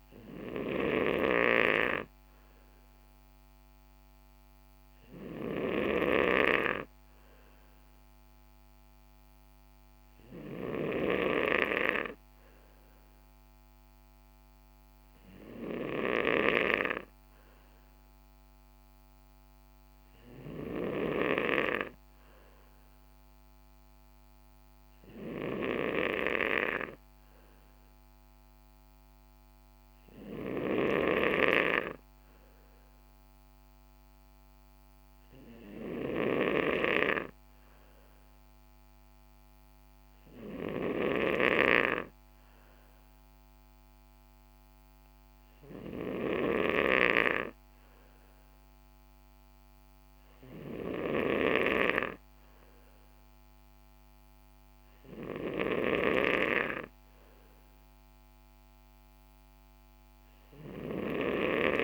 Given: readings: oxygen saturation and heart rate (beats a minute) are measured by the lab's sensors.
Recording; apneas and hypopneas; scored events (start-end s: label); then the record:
breathing in sleep by a microphone on the trachea; none
none scored
From the record:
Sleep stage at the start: N2 (light sleep); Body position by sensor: on the right side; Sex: male